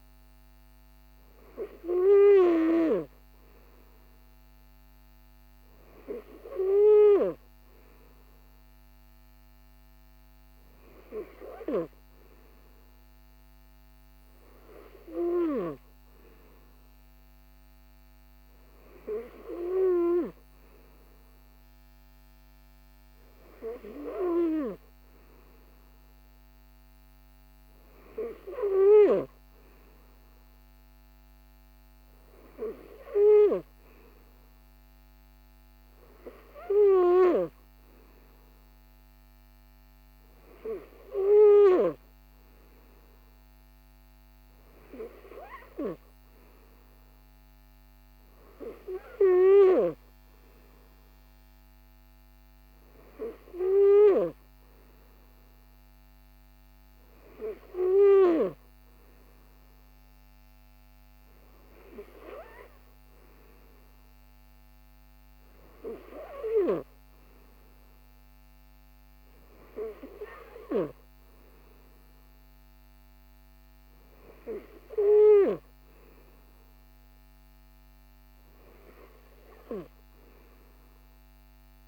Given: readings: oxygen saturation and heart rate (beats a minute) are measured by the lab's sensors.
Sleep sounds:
breathing in sleep by a microphone on the trachea; none
none scored
From the record:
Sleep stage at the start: N3 (deep sleep); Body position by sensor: on the right side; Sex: male

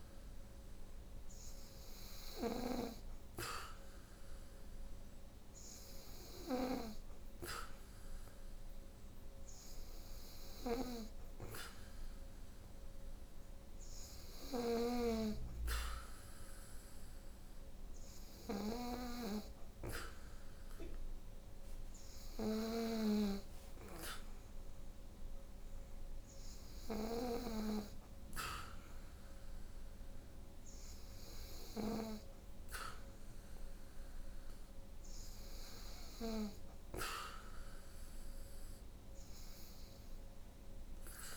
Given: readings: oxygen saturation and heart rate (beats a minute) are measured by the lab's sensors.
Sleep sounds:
breathing in sleep by a room microphone; none
none scored
From the record:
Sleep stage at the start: N2 (light sleep); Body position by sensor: on the back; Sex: female

